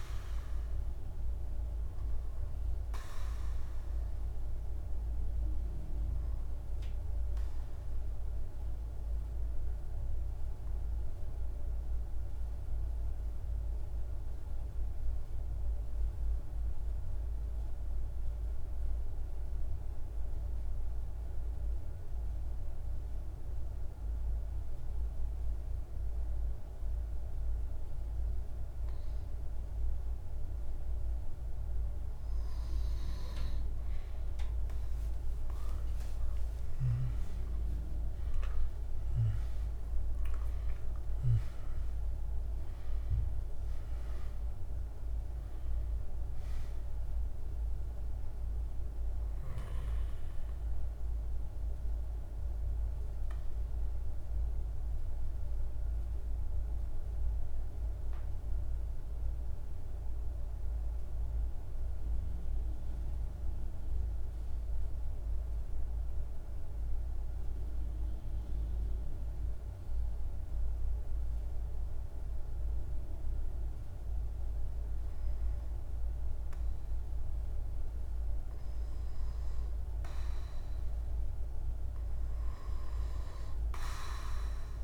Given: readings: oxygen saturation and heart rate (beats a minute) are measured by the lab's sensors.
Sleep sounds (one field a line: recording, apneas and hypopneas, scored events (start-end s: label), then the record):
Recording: breathing in sleep, hard to hear, by a room microphone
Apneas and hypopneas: 2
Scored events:
0.00-14.00 s: oxygen desaturation (device-marked, oxygen 91% lowest, heart rate 47 extreme)
5.00-32.00 s: mixed apnea (oxygen 99% before, 91% lowest, heart rate 51 before, 47 extreme, up 7 after)
28.00-61.00 s: oxygen desaturation (device-marked, oxygen 99% before, 91% lowest, heart rate 47 before, 49 extreme)
34.00-38.50 s: arousal
51.50-79.50 s: mixed apnea (oxygen 99% before, 90% lowest, heart rate 54 before, 49 extreme, up 0 after)
77.00-84.84 s: oxygen desaturation (device-marked, oxygen 99% before, 90% lowest, heart rate 50 before, 46 extreme)
From the record:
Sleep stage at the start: N2 (light sleep)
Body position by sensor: on the back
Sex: male